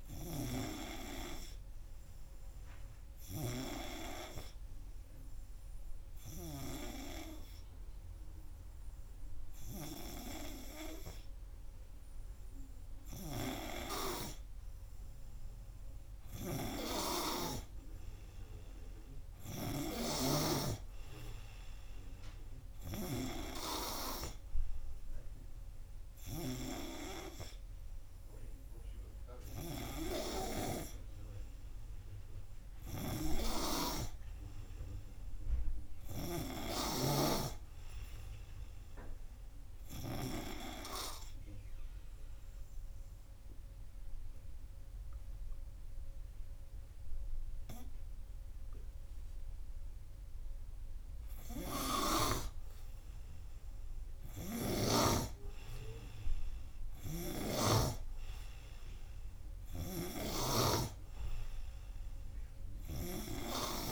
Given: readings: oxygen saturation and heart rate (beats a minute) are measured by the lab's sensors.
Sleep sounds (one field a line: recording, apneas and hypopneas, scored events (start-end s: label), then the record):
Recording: breathing in sleep by a room microphone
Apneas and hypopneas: 2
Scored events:
3.50-15.50 s: obstructive apnea (oxygen 97% before, 94% lowest, heart rate 90 before, 88 extreme, up 3 after)
20.00-23.50 s: arousal
43.00-53.00 s: obstructive apnea (oxygen 96% before, 94% lowest, heart rate 90 before, 87 extreme, up 3 after)
57.00-60.50 s: arousal
From the record:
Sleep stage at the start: N3 (deep sleep)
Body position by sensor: on the right side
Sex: male